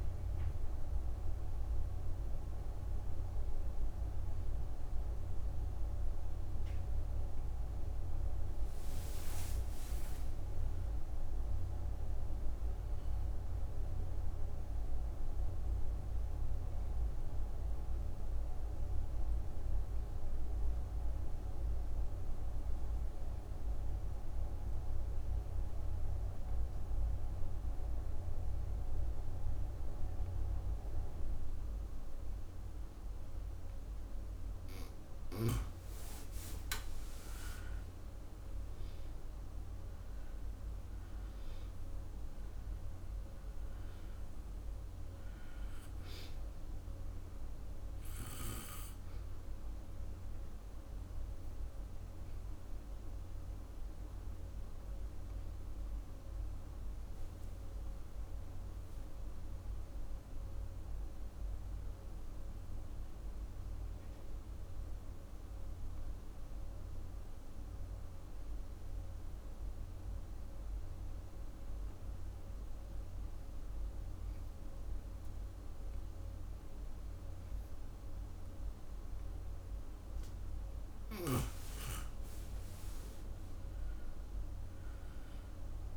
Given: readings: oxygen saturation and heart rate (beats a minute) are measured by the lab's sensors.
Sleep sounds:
breathing in sleep, hard to hear, by a room microphone; 2
0.00-16.50 s: oxygen desaturation (device-marked, oxygen 84% lowest)
14.50-33.50 s: obstructive apnea (oxygen 95% before, 84% lowest)
36.00-41.00 s: arousal
37.50-66.50 s: oxygen desaturation (device-marked, oxygen 98% before, 84% lowest)
49.50-81.00 s: obstructive apnea (oxygen 98% before, 84% lowest)
81.50-85.97 s: oxygen desaturation (device-marked, oxygen 98% before, 85% lowest)
From the record:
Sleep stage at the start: N2 (light sleep); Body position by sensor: on the back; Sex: female

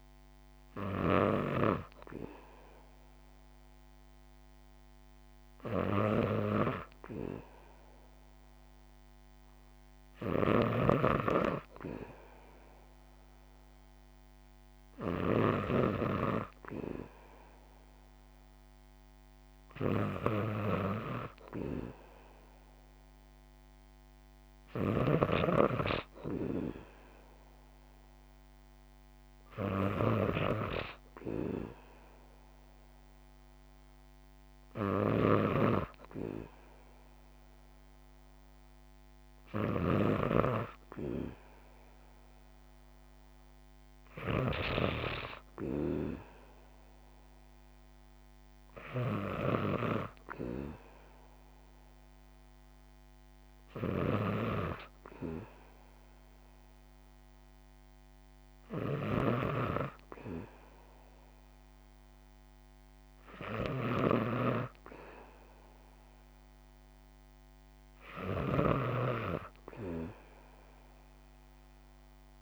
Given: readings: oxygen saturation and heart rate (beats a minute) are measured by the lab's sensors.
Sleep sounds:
breathing in sleep by a microphone on the trachea; none
9.50-44.00 s: snoring (device-marked)
53.50-72.42 s: snoring (device-marked)
From the record:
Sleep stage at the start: N2 (light sleep); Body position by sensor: on the back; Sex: female

